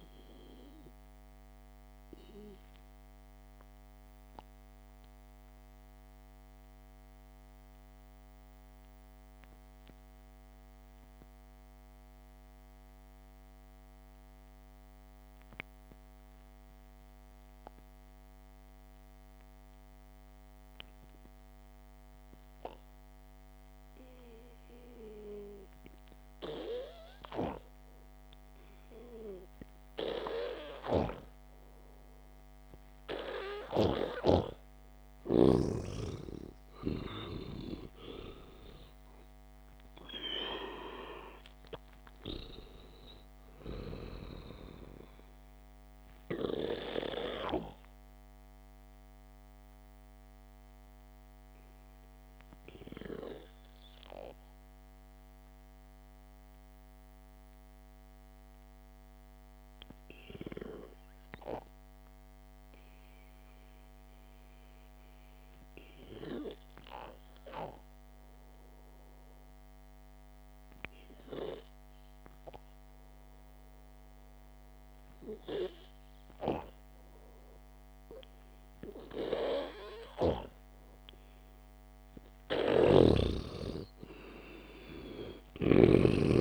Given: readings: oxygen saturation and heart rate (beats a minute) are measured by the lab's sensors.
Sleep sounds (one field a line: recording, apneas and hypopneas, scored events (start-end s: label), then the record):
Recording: breathing in sleep by a microphone on the trachea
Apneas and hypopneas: 2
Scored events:
0.00-7.00 s: oxygen desaturation (device-marked, oxygen 93% lowest, heart rate 51 extreme)
6.00-25.50 s: mixed apnea (oxygen 98% before, 90% lowest, heart rate 56 before, 52 extreme, up 0 after)
14.00-23.00 s: oxygen desaturation (device-marked, oxygen 94% before, 91% lowest, heart rate 58 before, 52 extreme)
35.50-41.00 s: arousal
38.00-51.00 s: oxygen desaturation (device-marked, oxygen 97% before, 94% lowest, heart rate 59 before, 60 extreme)
48.50-65.00 s: mixed apnea (oxygen 98% before, 90% lowest, heart rate 59 before, 53 extreme, up 1 after)
59.00-67.00 s: oxygen desaturation (device-marked, oxygen 94% before, 90% lowest, heart rate 64 before, 53 extreme)
67.00-71.00 s: arousal
83.00-86.41 s: snoring (device-marked)
From the record:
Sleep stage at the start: N2 (light sleep)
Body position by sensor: on the back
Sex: male